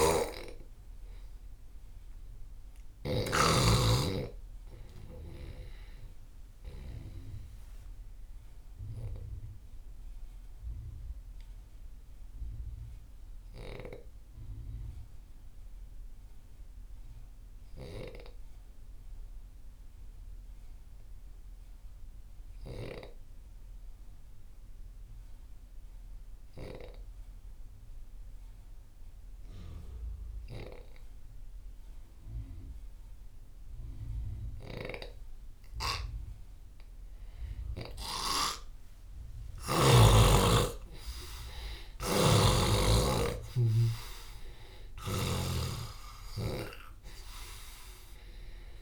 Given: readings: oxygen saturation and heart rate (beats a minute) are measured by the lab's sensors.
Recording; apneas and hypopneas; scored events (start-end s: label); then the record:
breathing in sleep by a room microphone; 1
0.00-3.00 s: snoring (device-marked)
6.00-37.50 s: obstructive apnea (oxygen 95% before, 83% lowest)
30.50-48.82 s: oxygen desaturation (device-marked, oxygen 98% before, 83% lowest)
39.50-43.00 s: arousal
41.50-45.00 s: snoring (device-marked)
From the record:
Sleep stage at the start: N2 (light sleep); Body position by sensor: on the left side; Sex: male